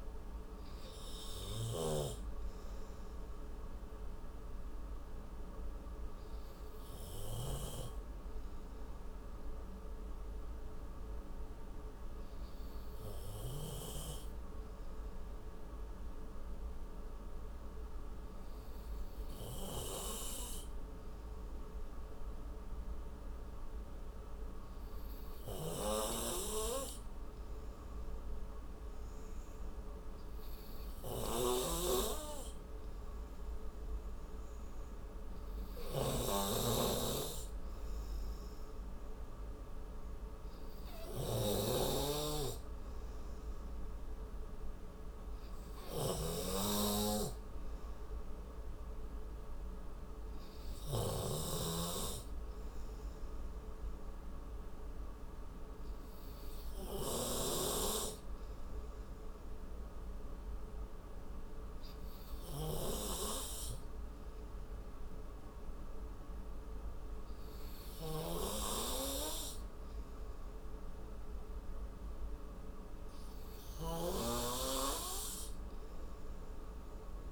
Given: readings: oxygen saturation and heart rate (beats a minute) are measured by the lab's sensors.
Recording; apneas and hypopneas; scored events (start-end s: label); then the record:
breathing in sleep by a room microphone; 1
7.50-34.00 s: obstructive apnea (oxygen 95% before, 90% lowest)
28.00-58.00 s: oxygen desaturation (device-marked, oxygen 97% before, 90% lowest)
37.00-39.00 s: arousal
46.00-51.50 s: snoring (device-marked)
62.50-77.32 s: snoring (device-marked)
From the record:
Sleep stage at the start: N2 (light sleep); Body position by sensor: on the right side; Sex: male